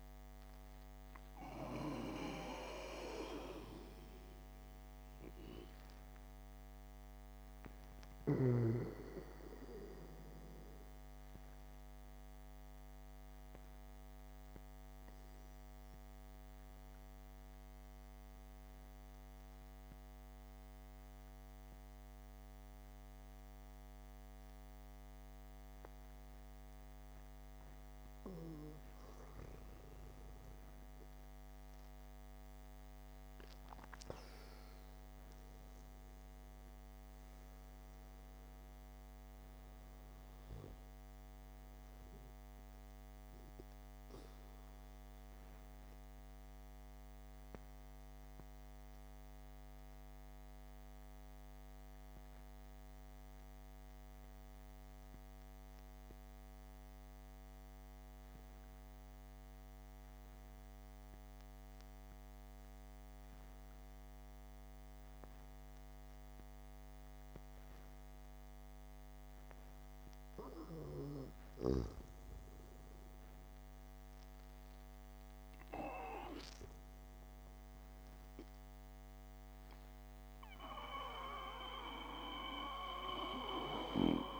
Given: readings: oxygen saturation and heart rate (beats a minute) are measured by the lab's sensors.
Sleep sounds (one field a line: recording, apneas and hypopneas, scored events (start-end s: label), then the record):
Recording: breathing in sleep by a microphone on the trachea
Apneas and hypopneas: 2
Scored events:
0.00-21.50 s: oxygen desaturation (device-marked, oxygen 92% lowest, heart rate 58 extreme)
12.50-28.50 s: obstructive apnea (oxygen 99% before, 91% lowest, heart rate 65 before, 58 extreme, up 8 after)
30.50-34.50 s: arousal
33.50-47.50 s: oxygen desaturation (device-marked, oxygen 98% before, 93% lowest, heart rate 66 before, 66 extreme)
44.50-72.00 s: obstructive apnea (oxygen 98% before, 90% lowest, heart rate 64 before, 54 extreme, up 0 after)
72.50-84.40 s: oxygen desaturation (device-marked, oxygen 98% before, 91% lowest, heart rate 69 before, 54 extreme)
73.50-78.00 s: arousal
From the record:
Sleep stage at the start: N2 (light sleep)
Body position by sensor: on the back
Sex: male